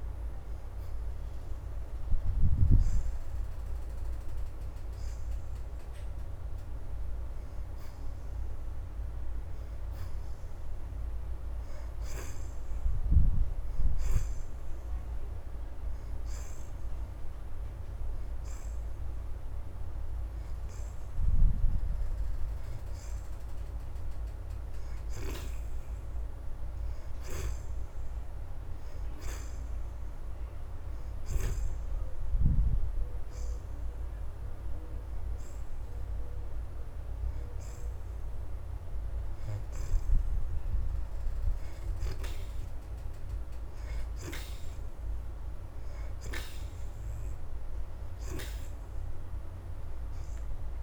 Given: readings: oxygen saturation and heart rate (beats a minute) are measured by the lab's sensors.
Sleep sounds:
breathing in sleep by a room microphone; none
2.00-16.00 s: oxygen desaturation (device-marked, oxygen 73% before, 64% lowest, heart rate 85 before, 82 extreme)
37.00-47.00 s: oxygen desaturation (device-marked, oxygen 72% before, 62% lowest, heart rate 85 before, 82 extreme)
49.00-50.83 s: oxygen desaturation (device-marked, oxygen 71% before, 60% lowest, heart rate 85 before, 84 extreme)
From the record:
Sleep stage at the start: N2 (light sleep); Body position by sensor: on the back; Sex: female

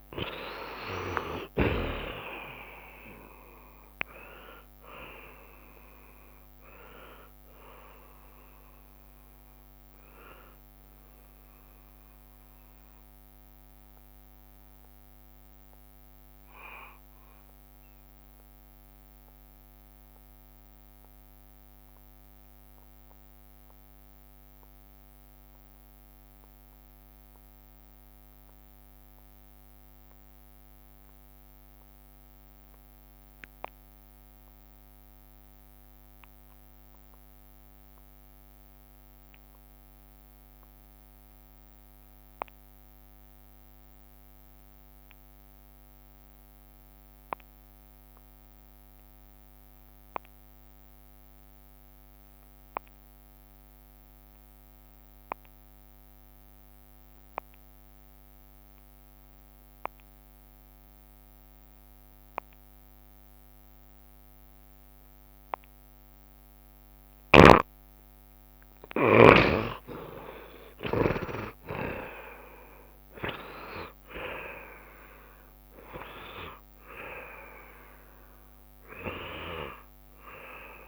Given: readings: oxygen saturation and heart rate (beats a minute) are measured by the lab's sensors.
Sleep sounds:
breathing in sleep by a microphone on the trachea; 1
0.00-2.50 s: arousal
0.00-15.50 s: oxygen desaturation (device-marked, oxygen 71% lowest, heart rate 67 extreme)
13.00-65.50 s: obstructive apnea (oxygen 76% before, 69% lowest, heart rate 77 before, 67 extreme, up 21 after)
41.50-80.88 s: oxygen desaturation (device-marked, oxygen 93% before, 69% lowest, heart rate 68 before, 60 extreme)
67.50-71.50 s: snoring (device-marked)
68.00-73.00 s: arousal
70.00-72.00 s: long interval between heartbeats (device-marked, heart rate 71 before, 88 extreme)
75.50-77.50 s: long interval between heartbeats (device-marked, heart rate 77 before, 84 extreme)
79.00-80.88 s: long interval between heartbeats (device-marked, heart rate 80 before, 91 extreme)
From the record:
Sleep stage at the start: N2 (light sleep); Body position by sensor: on the back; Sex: male

